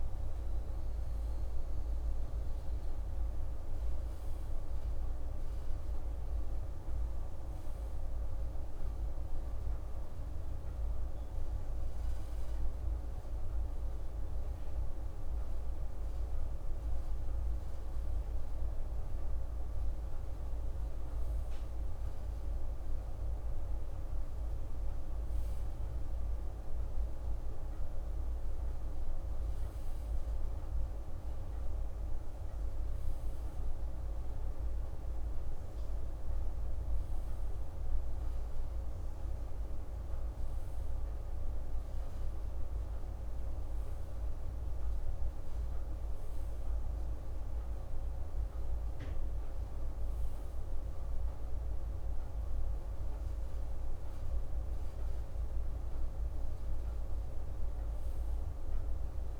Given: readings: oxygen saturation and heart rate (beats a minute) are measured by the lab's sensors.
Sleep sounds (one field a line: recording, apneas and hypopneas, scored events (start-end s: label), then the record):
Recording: breathing in sleep, hard to hear, by a room microphone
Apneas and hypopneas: none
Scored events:
none scored
From the record:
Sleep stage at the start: N2 (light sleep)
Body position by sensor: on the right side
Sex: male